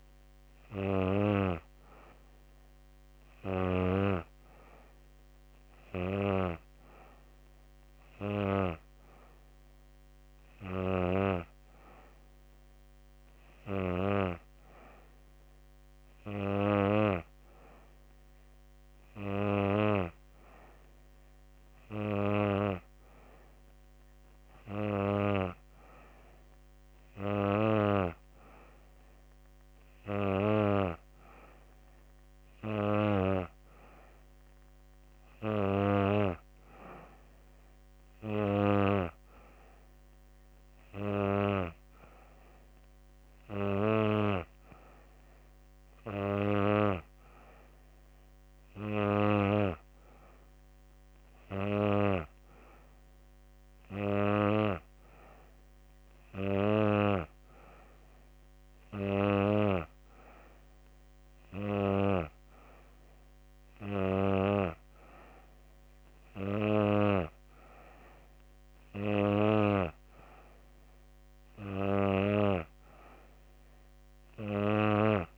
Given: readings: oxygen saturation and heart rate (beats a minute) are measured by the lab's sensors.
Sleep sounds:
breathing in sleep by a microphone on the trachea; none
none scored
From the record:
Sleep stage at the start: N2 (light sleep); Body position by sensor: on the back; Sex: female

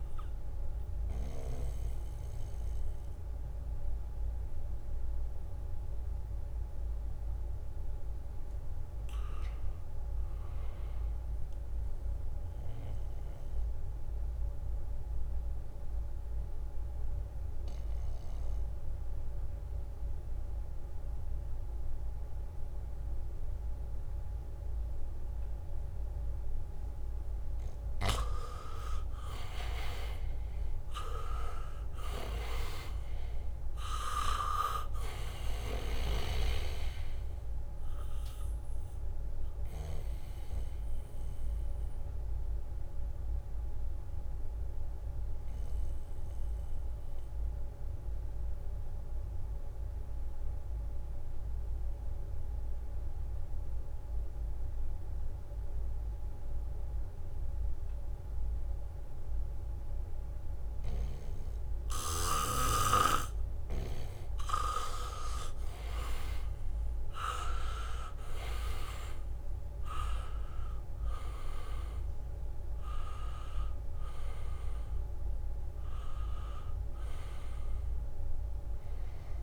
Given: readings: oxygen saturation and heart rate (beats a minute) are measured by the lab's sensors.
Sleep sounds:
breathing in sleep by a room microphone; 2
0.00-16.50 s: oxygen desaturation (device-marked, oxygen 82% lowest, heart rate 67 extreme)
14.00-27.00 s: obstructive apnea (oxygen 97% before, 81% lowest, heart rate 72 before, 68 extreme)
28.50-33.00 s: leg movement (device-marked)
29.50-33.50 s: arousal
30.50-53.50 s: oxygen desaturation (device-marked, oxygen 98% before, 84% lowest, heart rate 74 before, 66 extreme)
39.50-63.50 s: mixed apnea (oxygen 99% before, 81% lowest, heart rate 71 before, 66 extreme, up 0 after)
57.50-61.00 s: leg movement (device-marked)
60.50-79.43 s: oxygen desaturation (device-marked, oxygen 99% before, 81% lowest, heart rate 71 before, 66 extreme)
63.00-69.00 s: leg movement (device-marked)
65.00-68.50 s: arousal
From the record:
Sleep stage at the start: N2 (light sleep); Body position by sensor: on the back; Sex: male

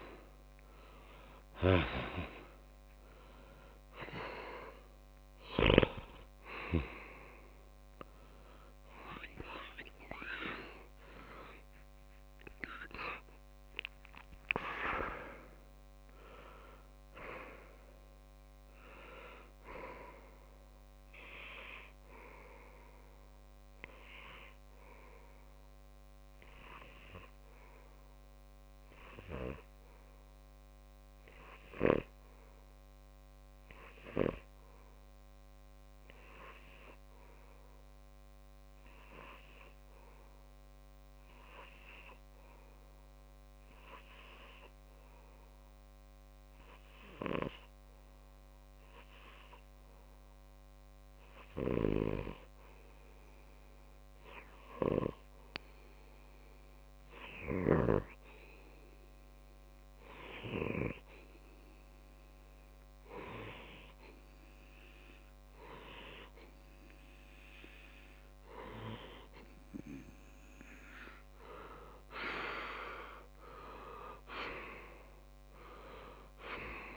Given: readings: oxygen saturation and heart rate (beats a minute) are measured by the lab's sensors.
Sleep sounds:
breathing in sleep by a microphone on the trachea; 1
5.00-9.50 s: arousal
5.00-20.00 s: oxygen desaturation (device-marked, oxygen 99% before, 95% lowest)
25.50-71.00 s: obstructive apnea (oxygen 99% before, 93% lowest)
58.00-76.97 s: oxygen desaturation (device-marked, oxygen 99% before, 93% lowest)
72.50-76.00 s: arousal
From the record:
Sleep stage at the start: N2 (light sleep); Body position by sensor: on the left side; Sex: male

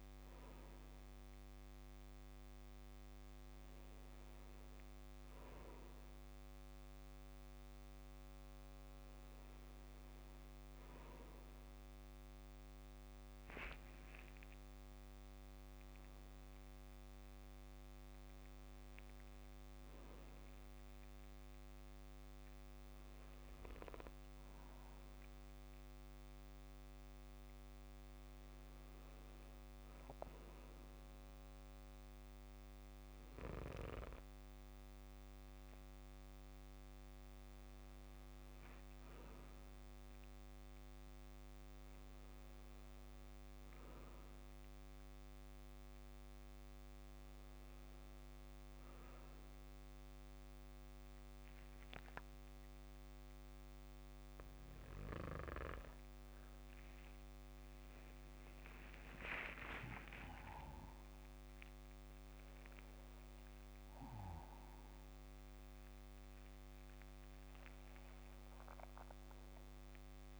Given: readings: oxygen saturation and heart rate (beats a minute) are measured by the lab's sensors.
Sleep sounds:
breathing in sleep by a microphone on the trachea; none
57.50-62.00 s: arousal
59.50-61.50 s: long interval between heartbeats (device-marked, heart rate 63 before, 76 extreme)
From the record:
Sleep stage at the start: N2 (light sleep); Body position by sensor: on the back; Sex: male

